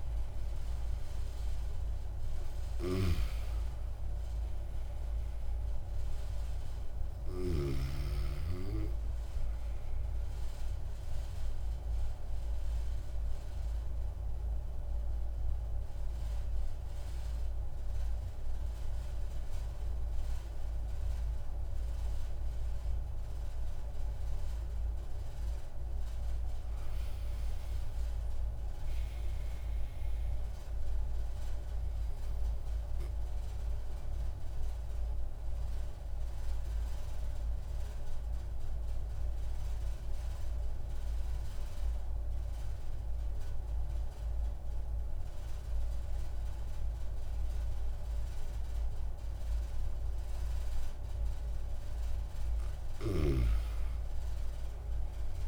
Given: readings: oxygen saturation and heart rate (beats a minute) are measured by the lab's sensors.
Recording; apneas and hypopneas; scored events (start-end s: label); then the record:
breathing in sleep, hard to hear, by a room microphone; 2
0.00-1.00 s: arousal
11.00-24.50 s: obstructive apnea (oxygen 98% before, 94% lowest, heart rate 68 before, 26 extreme, up 0 after)
25.50-29.50 s: arousal
33.50-50.50 s: obstructive apnea (oxygen 97% before, 93% lowest)
51.50-55.48 s: arousal
From the record:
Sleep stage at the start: N2 (light sleep); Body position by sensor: on the back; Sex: male